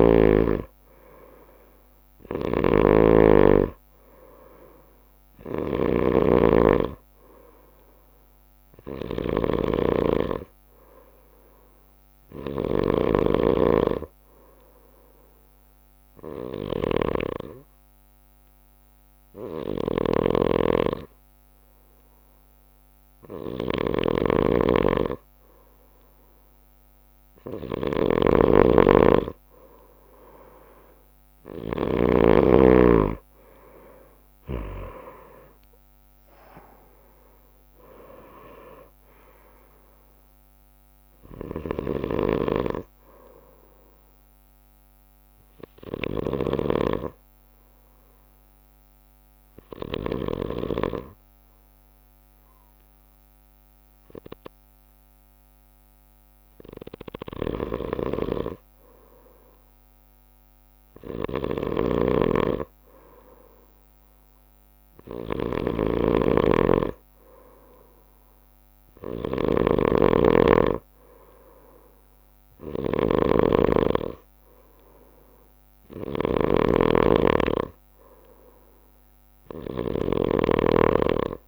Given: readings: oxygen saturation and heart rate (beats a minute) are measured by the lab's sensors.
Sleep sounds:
breathing in sleep by a microphone on the trachea; 2
0.00-35.00 s: snoring (device-marked)
1.50-18.50 s: bradycardia (device-marked, heart rate 57 before, 52 extreme)
15.00-26.00 s: obstructive apnea (oxygen 96% before, 94% lowest, heart rate 56 before, 48 extreme, up 1 after)
19.50-32.50 s: bradycardia (device-marked, heart rate 57 before, 55 extreme)
29.50-35.00 s: arousal
31.50-45.50 s: drop in pulse transit time (device-marked, heart rate 57 before, 49 extreme)
39.50-68.50 s: bradycardia (device-marked, heart rate 57 before, 48 extreme)
41.50-50.50 s: snoring (device-marked)
45.50-57.50 s: hypopnea (oxygen 96% before, 94% lowest, heart rate 59 before, 54 extreme, up 7 after)
57.50-81.48 s: snoring (device-marked)
60.00-65.00 s: arousal
72.50-81.48 s: bradycardia (device-marked, heart rate 57 before, 54 extreme)
From the record:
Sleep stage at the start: N2 (light sleep); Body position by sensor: on the right side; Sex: male

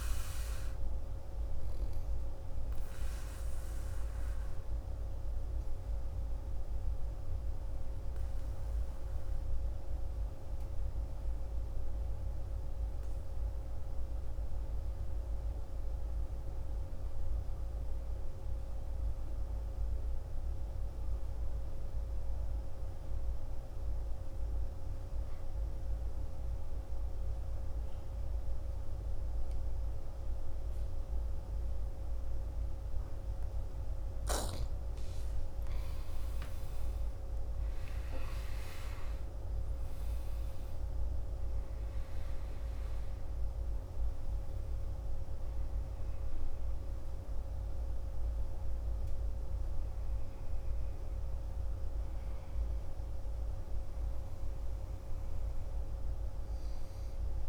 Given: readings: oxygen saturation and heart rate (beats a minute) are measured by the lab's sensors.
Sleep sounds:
breathing in sleep, hard to hear, by a room microphone; 1
0.00-8.00 s: oxygen desaturation (device-marked, oxygen 84% lowest, heart rate 52 extreme)
7.00-34.00 s: obstructive apnea (oxygen 94% before, 84% lowest, heart rate 58 before, 52 extreme, up 12 after)
28.00-57.49 s: oxygen desaturation (device-marked, oxygen 99% before, 84% lowest, heart rate 55 before, 52 extreme)
36.00-40.00 s: arousal
From the record:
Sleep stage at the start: N2 (light sleep); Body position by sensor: on the back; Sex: male

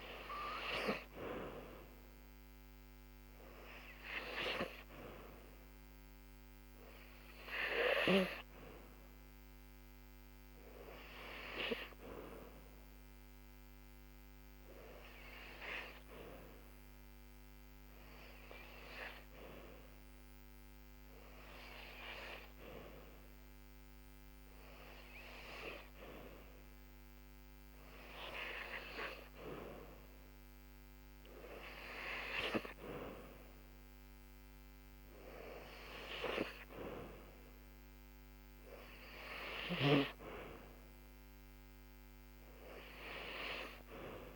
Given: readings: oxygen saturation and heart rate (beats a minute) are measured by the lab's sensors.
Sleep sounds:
breathing in sleep by a microphone on the trachea; 1
0.00-1.50 s: arousal
13.50-26.50 s: hypopnea (oxygen 96% before, 94% lowest, heart rate 74 before, 71 extreme, up 3 after)
28.00-30.50 s: arousal
From the record:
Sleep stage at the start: N2 (light sleep); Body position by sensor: on the back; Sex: female

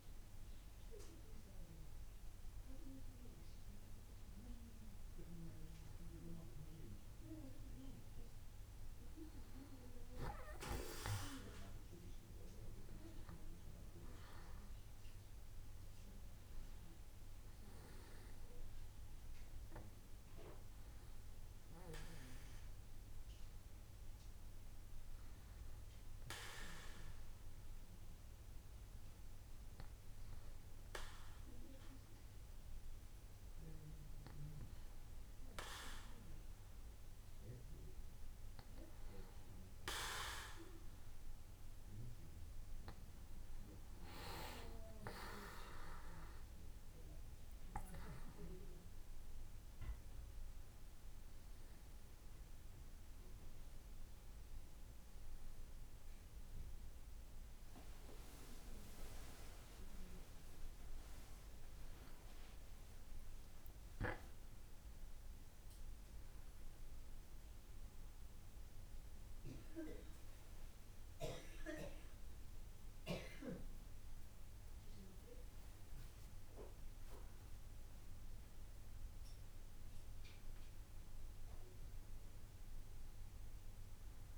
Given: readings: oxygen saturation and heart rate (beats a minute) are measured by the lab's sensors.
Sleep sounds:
breathing in sleep by a room microphone; 1
14.50-20.00 s: arousal
26.00-38.00 s: hypopnea (oxygen 94% before, 93% lowest, heart rate 70 before, 65 extreme, up 1 after)
40.50-43.00 s: arousal
71.00-75.50 s: arousal
From the record:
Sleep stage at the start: N2 (light sleep); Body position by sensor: on the back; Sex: male

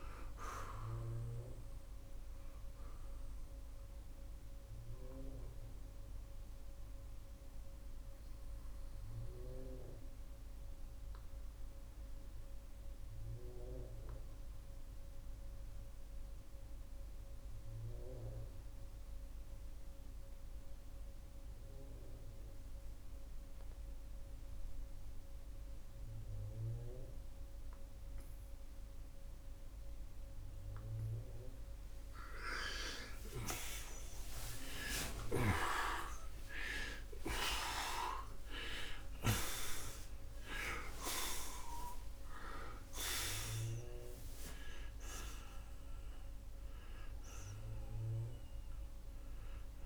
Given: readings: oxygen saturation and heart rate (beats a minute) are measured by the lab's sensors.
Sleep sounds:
breathing in sleep by a room microphone; 1
5.00-31.00 s: obstructive apnea (oxygen 96% before, 85% lowest, heart rate 90 before, 68 extreme, up 48 after)
17.50-31.50 s: oxygen desaturation (device-marked, oxygen 93% before, 86% lowest, heart rate 86 before, 68 extreme)
33.50-40.50 s: arousal
From the record:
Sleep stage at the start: N2 (light sleep); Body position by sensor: on the right side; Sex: male

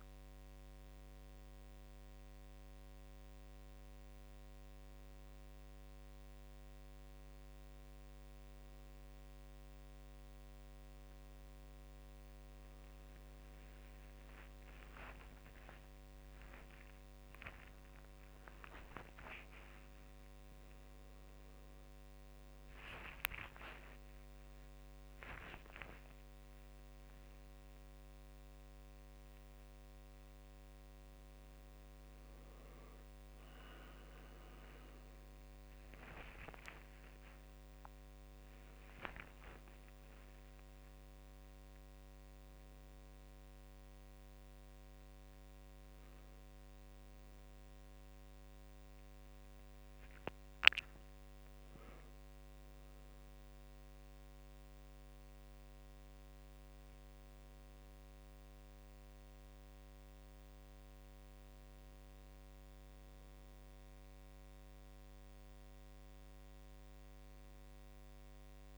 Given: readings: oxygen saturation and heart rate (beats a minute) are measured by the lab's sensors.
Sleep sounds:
a person awake in a sleep study, by a microphone on the trachea; none
15.00-17.00 s: long interval between heartbeats (device-marked, heart rate 51 before, 59 extreme)
17.50-19.50 s: long interval between heartbeats (device-marked, heart rate 52 before, 77 extreme)
17.50-31.50 s: drop in pulse transit time (device-marked, heart rate 52 before, 53 extreme)
23.50-25.50 s: long interval between heartbeats (device-marked, heart rate 60 before, 70 extreme)
36.00-38.00 s: long interval between heartbeats (device-marked, heart rate 66 before, 59 extreme)
From the record:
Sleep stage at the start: awake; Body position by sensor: on the right side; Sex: male

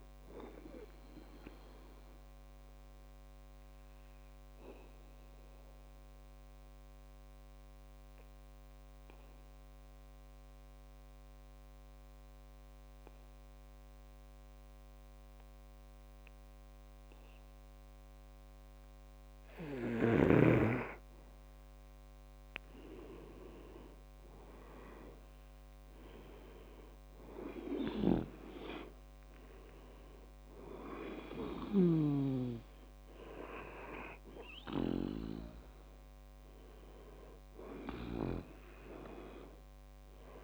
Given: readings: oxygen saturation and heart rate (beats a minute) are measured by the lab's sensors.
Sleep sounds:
breathing in sleep by a microphone on the trachea; 1
0.00-16.50 s: oxygen desaturation (device-marked, oxygen 88% lowest, heart rate 63 extreme)
3.50-20.00 s: obstructive apnea (oxygen 97% before, 88% lowest, heart rate 73 before, 64 extreme, up 7 after)
22.50-26.00 s: arousal
25.50-40.44 s: oxygen desaturation (device-marked, oxygen 99% before, 93% lowest, heart rate 66 before, 63 extreme)
From the record:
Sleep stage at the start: N2 (light sleep); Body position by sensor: on the back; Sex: male

